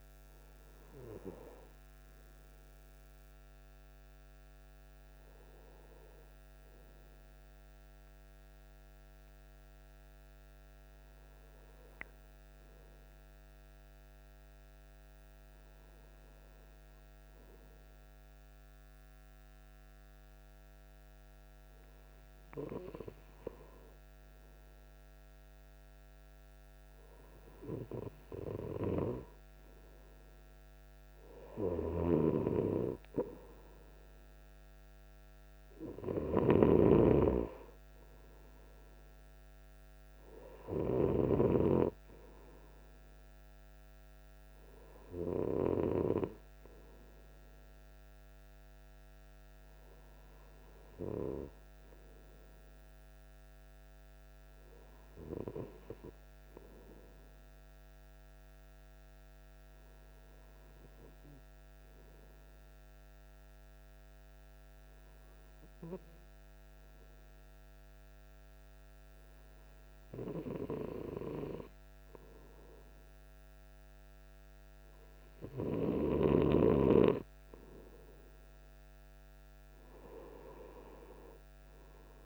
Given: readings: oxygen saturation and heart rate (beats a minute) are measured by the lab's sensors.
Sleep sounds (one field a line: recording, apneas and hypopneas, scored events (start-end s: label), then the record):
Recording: breathing in sleep by a microphone on the trachea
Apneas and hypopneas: 2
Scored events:
5.00-28.50 s: hypopnea (oxygen 98% before, 96% lowest, heart rate 57 before, 51 extreme, up 1 after)
30.00-34.00 s: arousal
58.00-77.50 s: hypopnea (oxygen 99% before, 95% lowest, heart rate 54 before, 52 extreme, up 4 after)
From the record:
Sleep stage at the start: N2 (light sleep)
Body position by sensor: on the right side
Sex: male